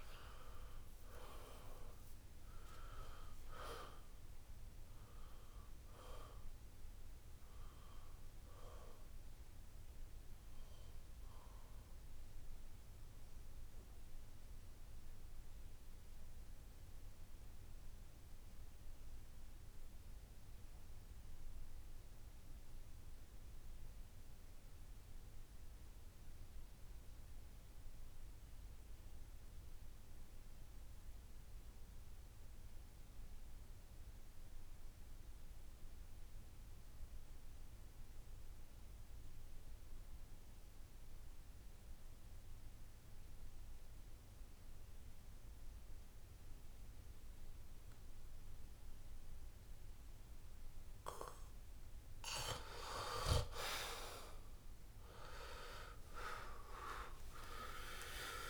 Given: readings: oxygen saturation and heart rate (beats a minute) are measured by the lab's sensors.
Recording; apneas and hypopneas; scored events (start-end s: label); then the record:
breathing in sleep by a room microphone; 1
0.00-17.50 s: oxygen desaturation (device-marked, oxygen 81% lowest, heart rate 63 extreme)
12.50-50.50 s: obstructive apnea (oxygen 93% before, 80% lowest, heart rate 70 before, 63 extreme, up 15 after)
36.50-58.50 s: oxygen desaturation (device-marked, oxygen 96% before, 80% lowest, heart rate 66 before, 63 extreme)
55.00-58.50 s: arousal
57.00-58.50 s: long interval between heartbeats (device-marked, heart rate 69 before, 82 extreme)
From the record:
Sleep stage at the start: N2 (light sleep); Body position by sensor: on the back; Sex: male